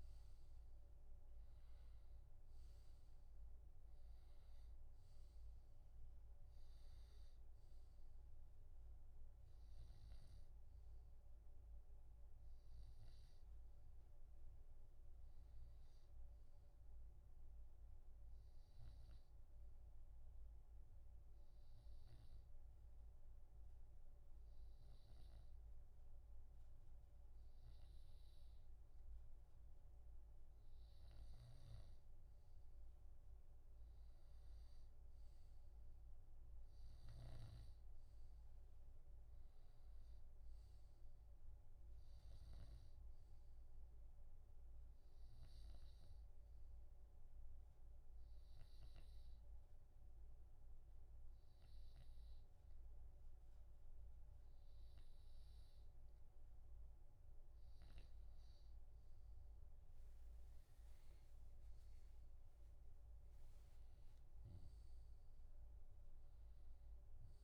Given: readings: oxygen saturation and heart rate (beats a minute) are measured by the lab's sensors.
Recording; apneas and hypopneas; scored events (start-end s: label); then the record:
breathing in sleep, hard to hear, by a room microphone; 2
6.00-22.00 s: oxygen desaturation (device-marked, oxygen 94% before, 90% lowest, heart rate 62 before, 59 extreme)
18.00-30.50 s: hypopnea (oxygen 94% before, 89% lowest, heart rate 64 before, 59 extreme, up 2 after)
18.00-67.44 s: new sleep stage, N2 (light sleep)
31.50-43.00 s: snoring (device-marked)
34.00-37.50 s: arousal
37.00-62.00 s: oxygen desaturation (device-marked, oxygen 95% before, 89% lowest, heart rate 61 before, 60 extreme)
45.50-57.50 s: hypopnea (oxygen 96% before, 89% lowest, heart rate 61 before, 61 extreme, up 25 after)
60.00-65.00 s: arousal
From the record:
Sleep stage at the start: N1 (lightest sleep); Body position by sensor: on the left side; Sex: male